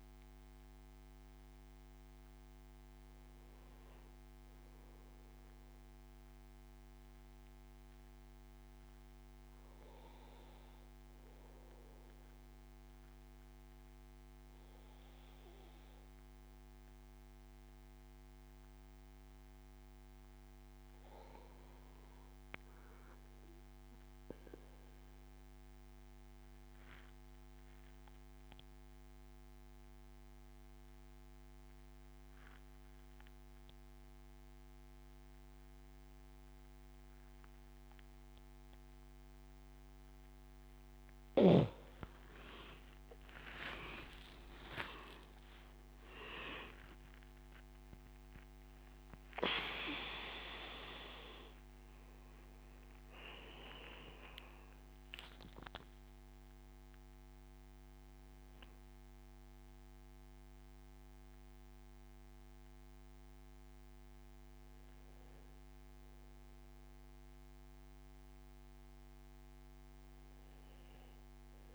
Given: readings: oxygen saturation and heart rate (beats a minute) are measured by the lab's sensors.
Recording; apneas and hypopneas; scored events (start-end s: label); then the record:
breathing in sleep by a microphone on the trachea; 1
0.00-2.00 s: oxygen desaturation (device-marked, oxygen 90% lowest, heart rate 70 extreme)
16.50-21.50 s: arousal
25.00-41.00 s: obstructive apnea (oxygen 99% before, 91% lowest, heart rate 73 before, 69 extreme, up 20 after)
30.00-54.00 s: oxygen desaturation (device-marked, oxygen 99% before, 91% lowest, heart rate 74 before, 68 extreme)
42.50-47.00 s: arousal
From the record:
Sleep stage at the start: N2 (light sleep); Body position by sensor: on the back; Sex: male